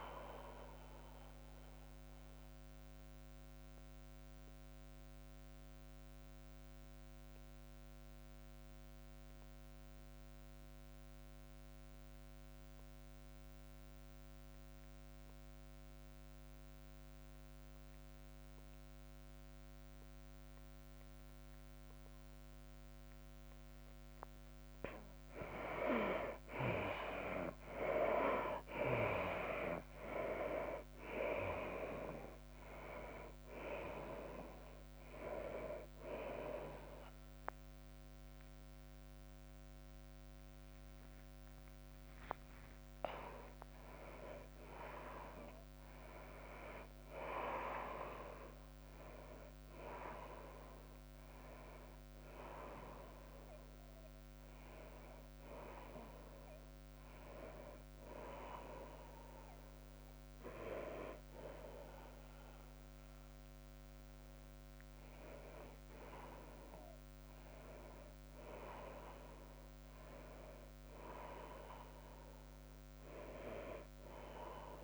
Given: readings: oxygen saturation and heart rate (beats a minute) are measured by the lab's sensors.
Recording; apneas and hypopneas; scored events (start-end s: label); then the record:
breathing in sleep by a microphone on the trachea; 1
0.00-1.50 s: arousal
3.50-24.50 s: mixed apnea (oxygen 97% before, 79% lowest, heart rate 102 before, 89 extreme, up 13 after)
21.00-43.00 s: oxygen desaturation (device-marked, oxygen 97% before, 79% lowest, heart rate 95 before, 94 extreme)
27.00-31.00 s: arousal
29.00-51.00 s: tachycardia (device-marked, heart rate 98 before, 114 extreme)
31.00-45.00 s: drop in pulse transit time (device-marked, heart rate 92 before, 100 extreme)
38.00-40.00 s: long interval between heartbeats (device-marked, heart rate 96 before, 114 extreme)
52.00-54.00 s: tachycardia (device-marked, heart rate 98 before, 103 extreme)
54.00-74.84 s: new sleep stage, N1 (lightest sleep)
68.00-72.50 s: arousal
72.00-74.84 s: oxygen desaturation (device-marked, oxygen 97% before, 93% lowest, heart rate 100 before, 81 extreme)
From the record:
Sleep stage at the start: N2 (light sleep); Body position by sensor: on the right side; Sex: female